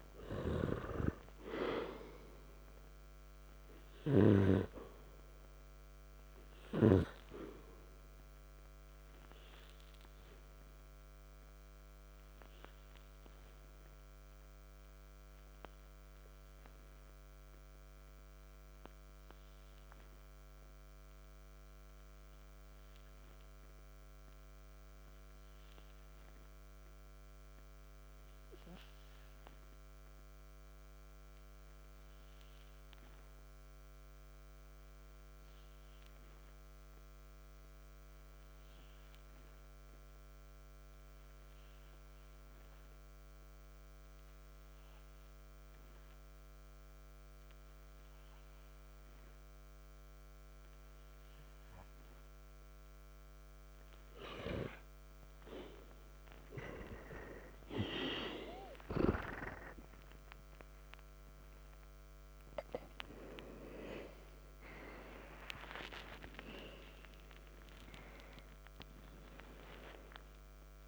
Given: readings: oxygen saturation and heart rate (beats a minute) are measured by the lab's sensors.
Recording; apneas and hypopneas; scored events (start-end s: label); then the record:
breathing in sleep by a microphone on the trachea; 1
0.00-1.50 s: arousal
10.00-52.50 s: hypopnea (oxygen 96% before, 84% lowest, heart rate 55 before, 49 extreme, up 9 after)
35.00-41.00 s: oxygen desaturation (device-marked, oxygen 99% before, 94% lowest, heart rate 57 before, 49 extreme)
56.50-60.50 s: arousal
70.00-70.88 s: new sleep stage, N1 (lightest sleep)
From the record:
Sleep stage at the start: N2 (light sleep); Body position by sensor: on the back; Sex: male